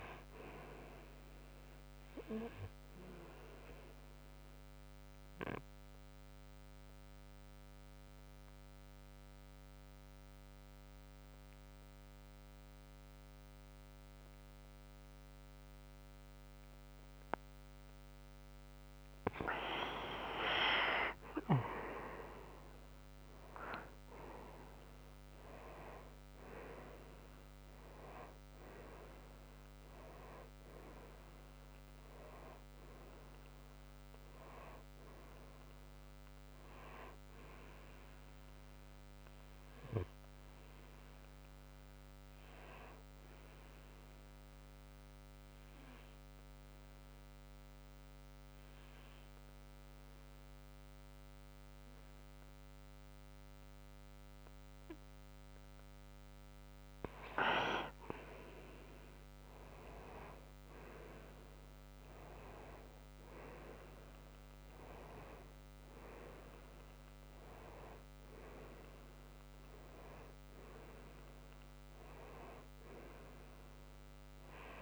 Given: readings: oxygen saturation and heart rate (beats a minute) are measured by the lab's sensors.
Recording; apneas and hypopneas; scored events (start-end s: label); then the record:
breathing in sleep by a microphone on the trachea; 2
2.00-17.50 s: obstructive apnea (oxygen 94% before, 91% lowest, heart rate 63 before, 59 extreme, up 9 after)
19.50-23.50 s: arousal
39.00-56.50 s: obstructive apnea (oxygen 94% before, 91% lowest, heart rate 66 before, 56 extreme, up 4 after)
48.00-60.00 s: oxygen desaturation (device-marked, oxygen 94% before, 91% lowest, heart rate 63 before, 56 extreme)
60.00-64.50 s: arousal
From the record:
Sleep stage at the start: N2 (light sleep); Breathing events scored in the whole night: 265 in 4.4 hours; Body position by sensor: on the right side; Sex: male